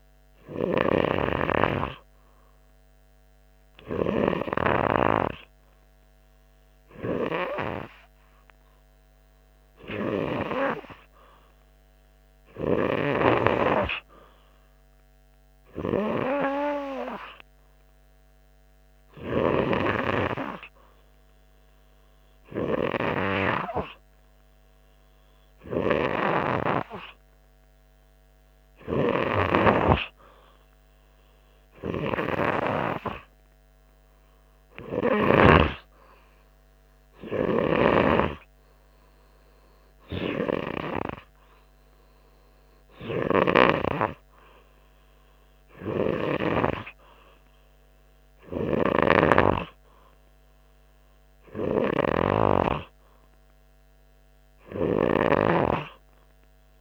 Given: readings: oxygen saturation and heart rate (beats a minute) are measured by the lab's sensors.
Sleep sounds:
breathing in sleep by a microphone on the trachea; none
none scored
From the record:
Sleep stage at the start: N2 (light sleep); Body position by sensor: on the front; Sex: male

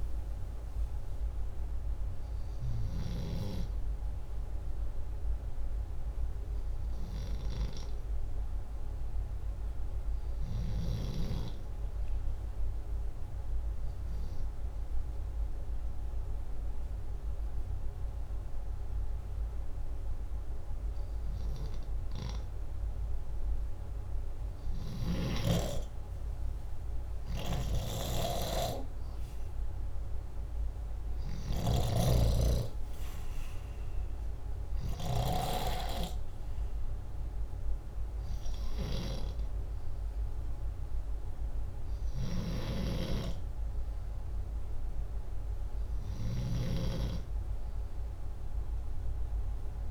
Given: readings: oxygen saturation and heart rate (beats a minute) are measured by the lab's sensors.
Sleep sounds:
breathing in sleep by a room microphone; 1
0.00-12.00 s: oxygen desaturation (device-marked, oxygen 92% before, 89% lowest, heart rate 69 before, 61 extreme)
14.50-25.00 s: obstructive apnea (oxygen 97% before, 89% lowest, heart rate 68 before, 61 extreme, up 8 after)
27.00-30.50 s: arousal
27.00-35.00 s: snoring (device-marked)
42.00-46.50 s: snoring (device-marked)
From the record:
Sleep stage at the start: N2 (light sleep); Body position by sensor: upright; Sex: male

